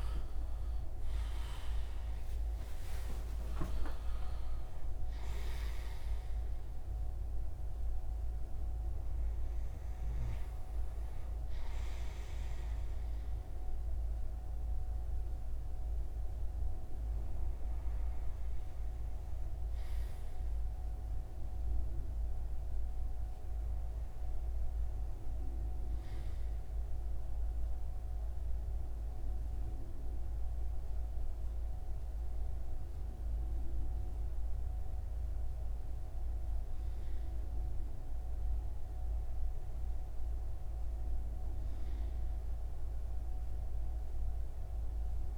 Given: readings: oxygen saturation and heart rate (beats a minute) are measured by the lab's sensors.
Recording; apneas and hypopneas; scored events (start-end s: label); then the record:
breathing in sleep, hard to hear, by a room microphone; none
none scored
From the record:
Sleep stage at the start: N2 (light sleep); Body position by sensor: on the right side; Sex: male